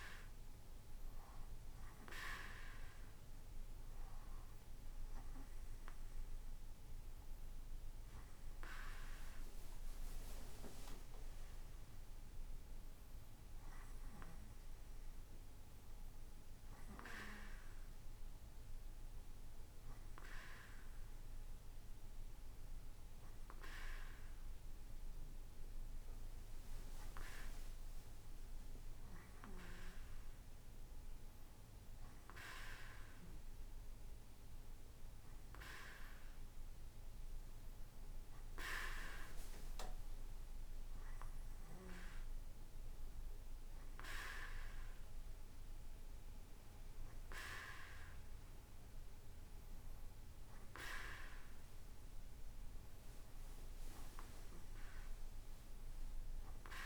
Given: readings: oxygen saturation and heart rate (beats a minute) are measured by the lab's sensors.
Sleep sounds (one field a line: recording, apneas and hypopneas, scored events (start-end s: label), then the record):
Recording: breathing in sleep by a room microphone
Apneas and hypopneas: none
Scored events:
none scored
From the record:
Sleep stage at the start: N2 (light sleep)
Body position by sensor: on the right side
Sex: male